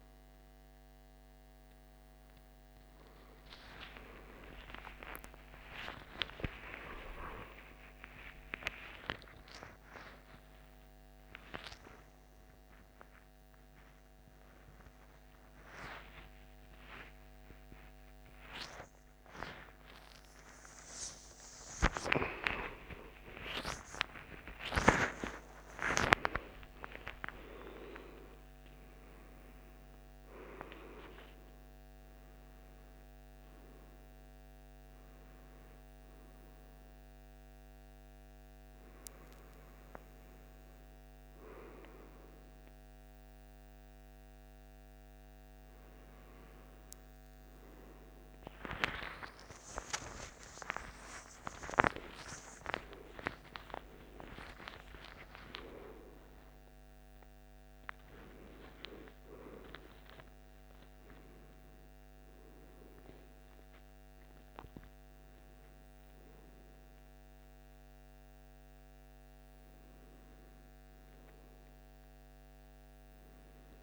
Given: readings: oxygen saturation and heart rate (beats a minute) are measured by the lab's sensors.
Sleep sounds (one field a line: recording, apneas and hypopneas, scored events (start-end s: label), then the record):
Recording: a person awake in a sleep study, by a microphone on the trachea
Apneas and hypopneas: none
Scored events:
1.50-73.83 s: new sleep stage, awake
From the record:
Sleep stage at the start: N2 (light sleep)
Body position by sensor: on the right side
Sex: male